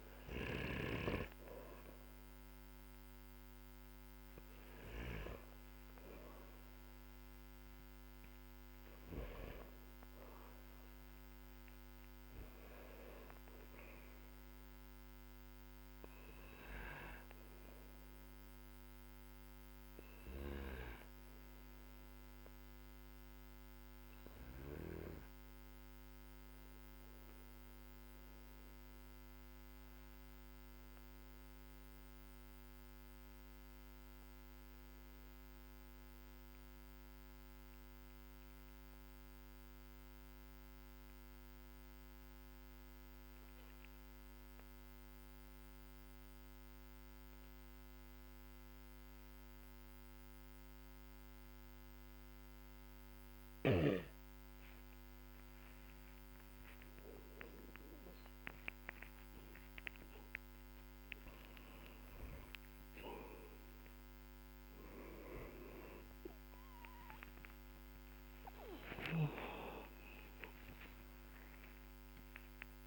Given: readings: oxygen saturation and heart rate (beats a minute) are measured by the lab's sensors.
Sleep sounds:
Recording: breathing in sleep by a microphone on the trachea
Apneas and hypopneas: 1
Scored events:
0.00-4.50 s: oxygen desaturation (device-marked, oxygen 95% lowest, heart rate 49 extreme)
16.00-20.50 s: arousal
19.50-24.50 s: snoring (device-marked)
22.00-58.50 s: obstructive apnea (oxygen 97% before, 94% lowest, heart rate 54 before, 47 extreme, up 11 after)
60.00-64.50 s: arousal
From the record:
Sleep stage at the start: N2 (light sleep)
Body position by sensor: on the back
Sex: male

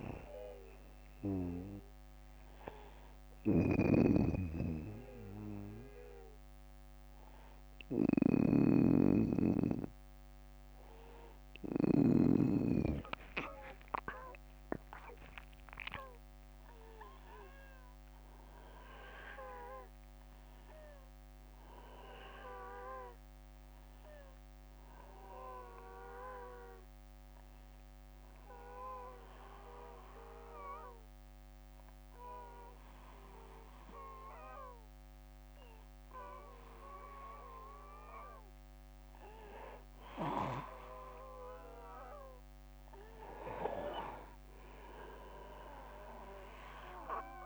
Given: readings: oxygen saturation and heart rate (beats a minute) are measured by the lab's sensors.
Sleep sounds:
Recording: breathing in sleep by a microphone on the trachea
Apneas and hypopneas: none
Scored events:
2.50-11.50 s: snoring (device-marked)
14.00-18.00 s: arousal
From the record:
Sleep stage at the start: N2 (light sleep)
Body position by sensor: on the back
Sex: male

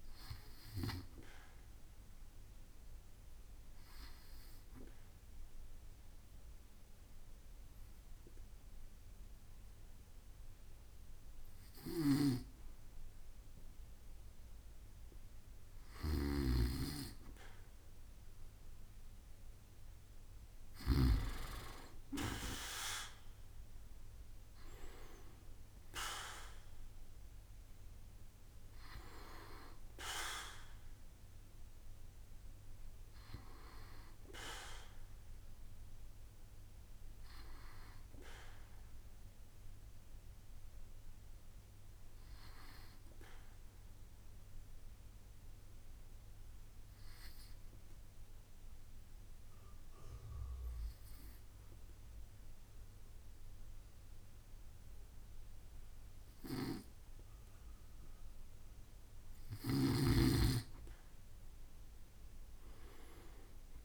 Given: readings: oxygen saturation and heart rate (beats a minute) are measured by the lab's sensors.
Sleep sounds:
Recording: breathing in sleep by a room microphone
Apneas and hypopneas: 2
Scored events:
2.00-16.00 s: obstructive apnea (oxygen 97% before, 93% lowest, heart rate 70 before, 66 extreme, up 3 after)
15.50-21.00 s: snoring (device-marked)
22.50-25.50 s: arousal
43.00-58.50 s: obstructive apnea (oxygen 95% before, 93% lowest, heart rate 70 before, 63 extreme, up 8 after)
61.00-63.85 s: arousal
From the record:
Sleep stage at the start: N2 (light sleep)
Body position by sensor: on the back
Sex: male

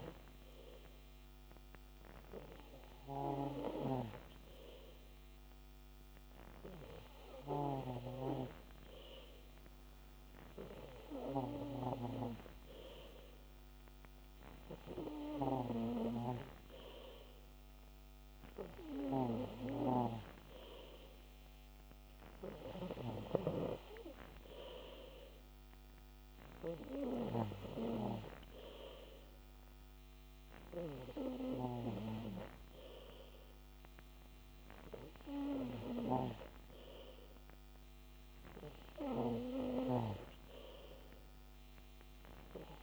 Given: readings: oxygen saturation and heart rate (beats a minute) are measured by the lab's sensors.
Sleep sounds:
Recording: breathing in sleep by a microphone on the trachea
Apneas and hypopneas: none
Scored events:
none scored
From the record:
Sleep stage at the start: N3 (deep sleep)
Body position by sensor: on the back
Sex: male

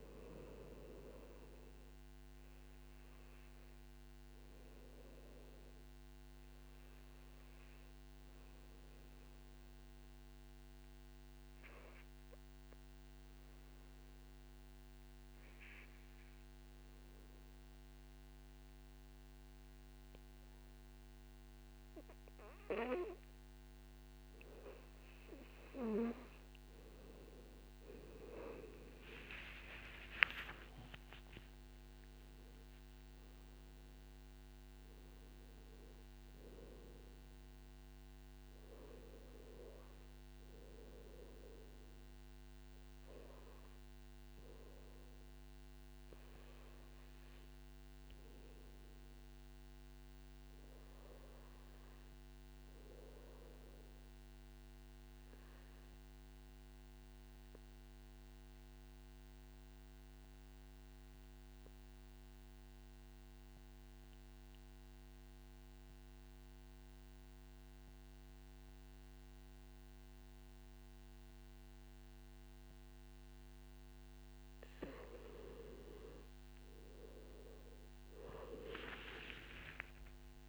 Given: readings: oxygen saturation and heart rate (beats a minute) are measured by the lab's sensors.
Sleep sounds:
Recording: breathing in sleep by a microphone on the trachea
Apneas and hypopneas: 2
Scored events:
0.00-10.00 s: oxygen desaturation (device-marked, oxygen 92% lowest, heart rate 54 extreme)
1.50-25.50 s: obstructive apnea (oxygen 97% before, 93% lowest, heart rate 68 before, 56 extreme, up 31 after)
29.00-33.00 s: arousal
30.50-32.50 s: long interval between heartbeats (device-marked, heart rate 59 before, 85 extreme)
32.00-46.00 s: oxygen desaturation (device-marked, oxygen 99% before, 96% lowest, heart rate 61 before, 53 extreme)
57.50-74.00 s: obstructive apnea (oxygen 99% before, 94% lowest, heart rate 59 before, 54 extreme, up 14 after)
68.00-80.49 s: new sleep stage, N2 (light sleep)
From the record:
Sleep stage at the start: REM sleep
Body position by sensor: on the back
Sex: male

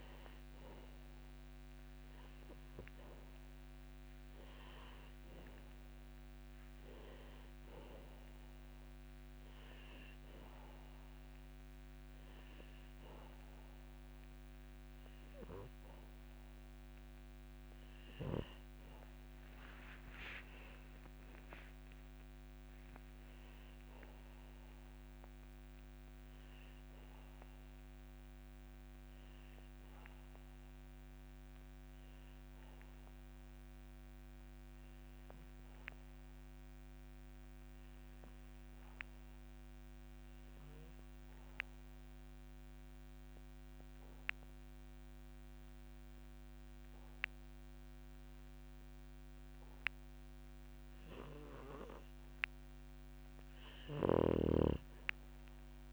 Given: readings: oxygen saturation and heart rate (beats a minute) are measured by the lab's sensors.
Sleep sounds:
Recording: breathing in sleep by a microphone on the trachea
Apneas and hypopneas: 1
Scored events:
0.00-2.50 s: arousal
5.00-18.00 s: oxygen desaturation (device-marked, oxygen 96% before, 92% lowest, heart rate 65 before, 62 extreme)
20.00-23.50 s: arousal
28.00-51.50 s: obstructive apnea (oxygen 96% before, 90% lowest, heart rate 64 before, 61 extreme, up 9 after)
51.00-55.92 s: oxygen desaturation (device-marked, oxygen 96% before, 90% lowest, heart rate 63 before, 60 extreme)
54.50-55.92 s: arousal
From the record:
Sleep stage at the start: N2 (light sleep)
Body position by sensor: on the back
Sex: male

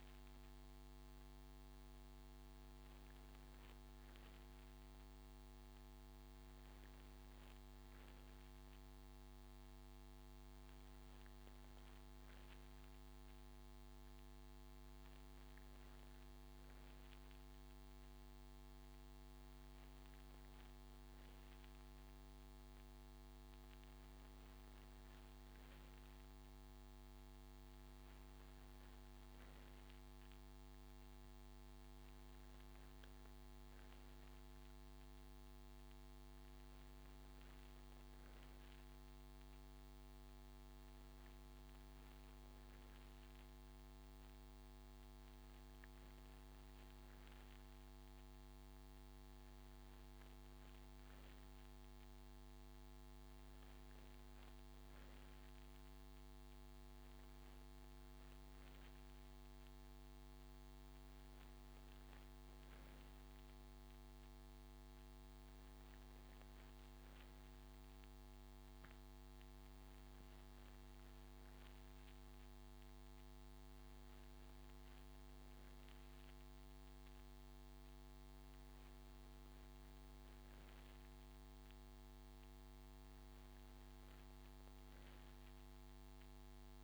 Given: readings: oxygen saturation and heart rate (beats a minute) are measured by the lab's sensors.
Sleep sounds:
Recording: breathing in sleep, hard to hear, by a microphone on the trachea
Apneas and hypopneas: none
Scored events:
none scored
From the record:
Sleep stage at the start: N2 (light sleep)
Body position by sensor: on the right side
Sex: male

